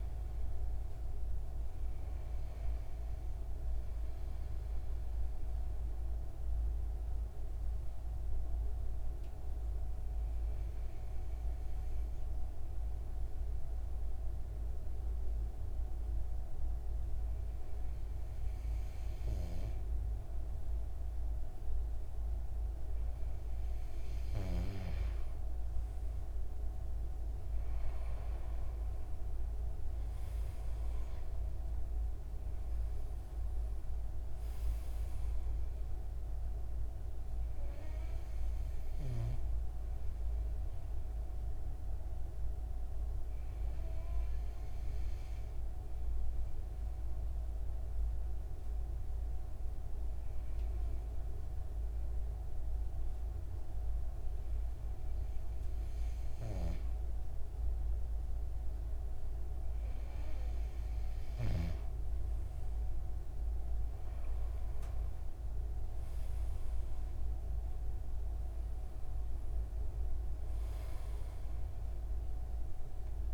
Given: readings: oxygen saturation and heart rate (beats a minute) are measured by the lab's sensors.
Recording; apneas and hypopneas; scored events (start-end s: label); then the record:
breathing in sleep, hard to hear, by a room microphone; 2
5.00-21.50 s: obstructive apnea (oxygen 96% before, 94% lowest, heart rate 74 before, 56 extreme, up 3 after)
29.00-34.50 s: arousal
39.50-57.50 s: obstructive apnea (oxygen 97% before, 94% lowest, heart rate 70 before, 65 extreme, up 4 after)
60.50-64.00 s: arousal
From the record:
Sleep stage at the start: N2 (light sleep); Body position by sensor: on the back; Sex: male